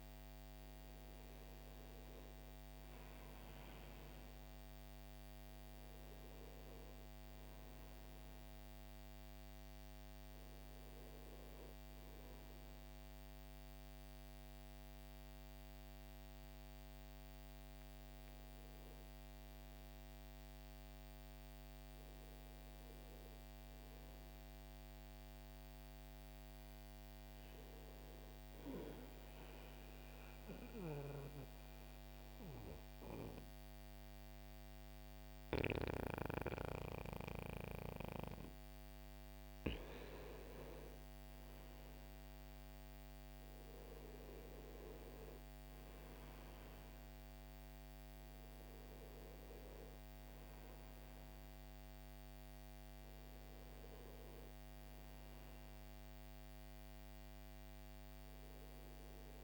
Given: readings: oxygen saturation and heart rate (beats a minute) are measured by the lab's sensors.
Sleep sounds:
breathing in sleep by a microphone on the trachea; 1
25.00-37.00 s: oxygen desaturation (device-marked, oxygen 94% before, 90% lowest, heart rate 63 before, 61 extreme)
28.00-38.00 s: central apnea (oxygen 95% before, 90% lowest, heart rate 63 before, 61 extreme, up 5 after)
40.00-44.00 s: arousal
From the record:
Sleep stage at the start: N2 (light sleep); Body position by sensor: on the back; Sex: male

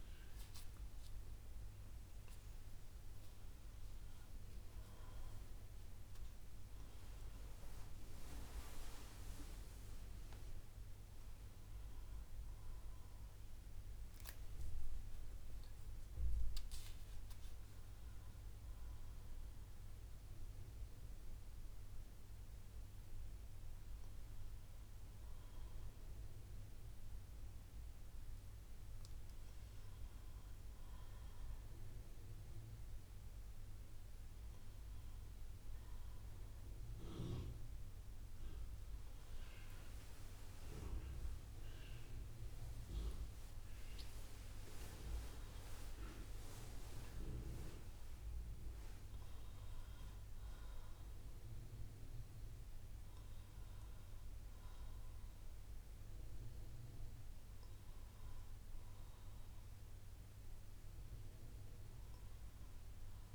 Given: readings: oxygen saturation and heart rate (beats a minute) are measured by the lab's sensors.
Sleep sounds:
breathing in sleep by a room microphone; none
0.00-2.50 s: arousal
42.50-47.00 s: arousal
From the record:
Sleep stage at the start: N2 (light sleep); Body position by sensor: on the right side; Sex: female

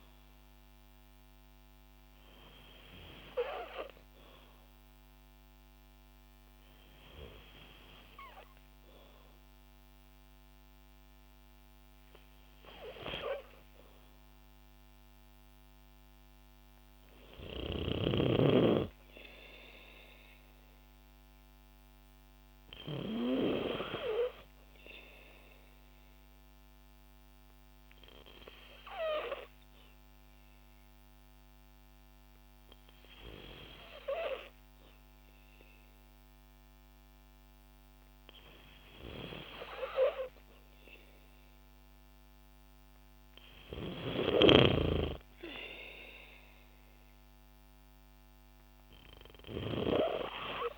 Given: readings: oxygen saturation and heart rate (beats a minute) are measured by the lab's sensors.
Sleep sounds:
breathing in sleep by a microphone on the trachea; 1
19.00-22.50 s: arousal
25.00-38.50 s: obstructive apnea (oxygen 95% before, 91% lowest, heart rate 58 before, 55 extreme, up 3 after)
40.50-44.00 s: arousal
From the record:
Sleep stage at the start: N2 (light sleep); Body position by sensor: on the back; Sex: female

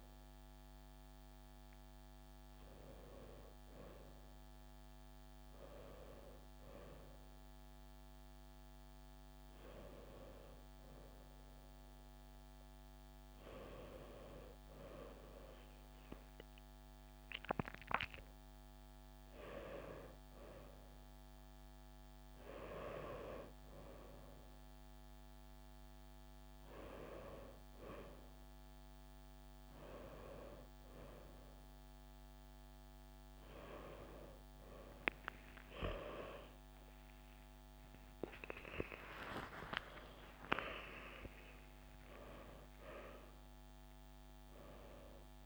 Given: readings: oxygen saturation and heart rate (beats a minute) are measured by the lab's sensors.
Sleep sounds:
a person awake in a sleep study, by a microphone on the trachea; none
none scored
From the record:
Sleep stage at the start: awake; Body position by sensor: on the back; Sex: female

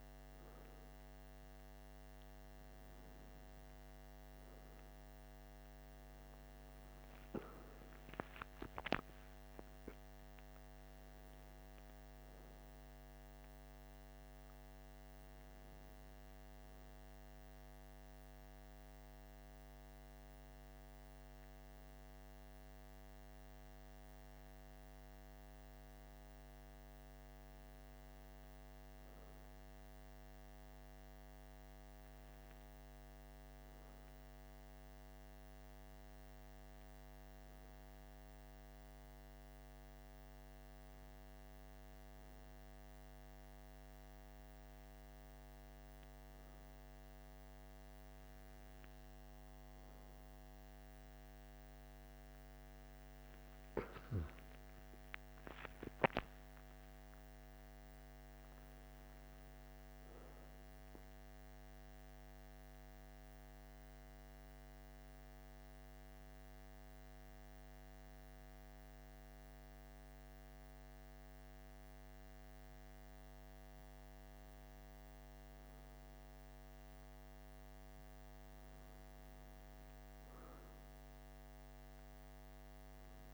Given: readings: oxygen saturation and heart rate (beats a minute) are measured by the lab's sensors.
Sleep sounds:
breathing in sleep, hard to hear, by a microphone on the trachea; 1
54.50-58.50 s: arousal
64.00-76.50 s: hypopnea (oxygen 96% before, 94% lowest, heart rate 64 before, 55 extreme, up 3 after)
78.50-82.50 s: arousal
From the record:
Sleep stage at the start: N2 (light sleep); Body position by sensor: on the back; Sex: male

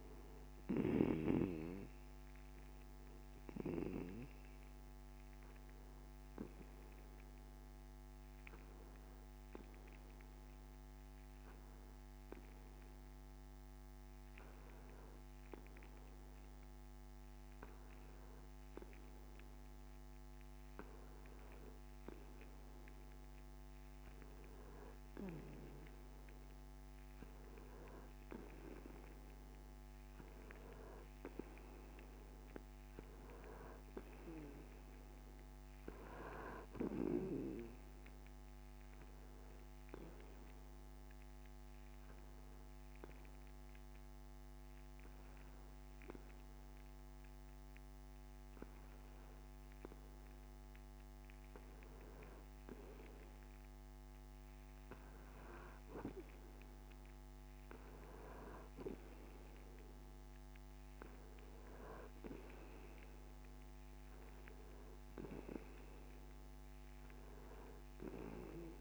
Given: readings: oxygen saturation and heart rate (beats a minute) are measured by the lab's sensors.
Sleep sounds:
breathing in sleep by a microphone on the trachea; 2
5.50-19.50 s: hypopnea (oxygen 95% before, 92% lowest)
24.00-28.00 s: arousal
40.00-52.50 s: obstructive apnea (oxygen 95% before, 91% lowest)
57.50-60.50 s: arousal
From the record:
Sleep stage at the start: N2 (light sleep); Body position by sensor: on the back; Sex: male

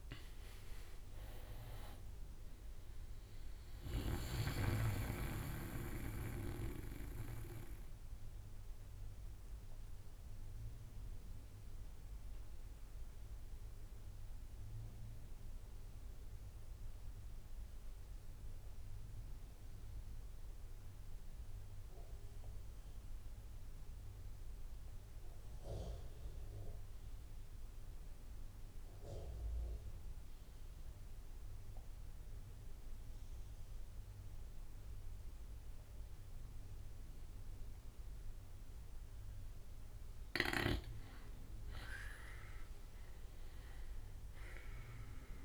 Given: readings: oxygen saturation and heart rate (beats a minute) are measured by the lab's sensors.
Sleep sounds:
breathing in sleep by a room microphone; 1
0.00-11.50 s: oxygen desaturation (device-marked, oxygen 87% lowest)
5.50-38.00 s: mixed apnea (oxygen 96% before, 87% lowest)
32.50-45.45 s: oxygen desaturation (device-marked, oxygen 99% before, 90% lowest)
41.00-45.00 s: arousal
From the record:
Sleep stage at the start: N2 (light sleep); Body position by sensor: on the right side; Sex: male

